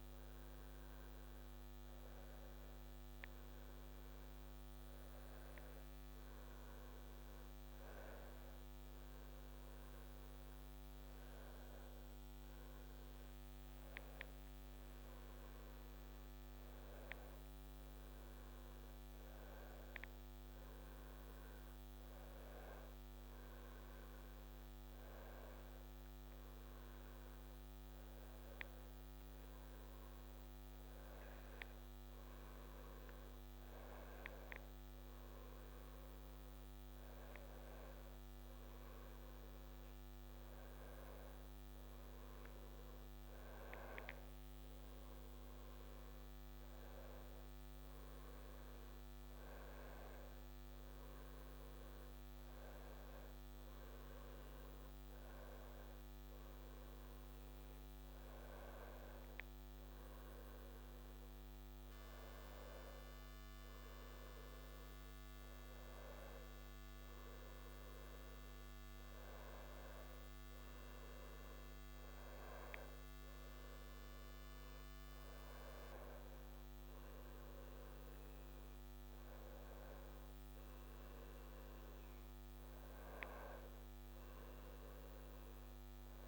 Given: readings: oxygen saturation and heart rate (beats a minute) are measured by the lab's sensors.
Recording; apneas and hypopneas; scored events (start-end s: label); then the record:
a person awake in a sleep study, hard to hear, by a microphone on the trachea; none
none scored
From the record:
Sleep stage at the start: awake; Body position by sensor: on the back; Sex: male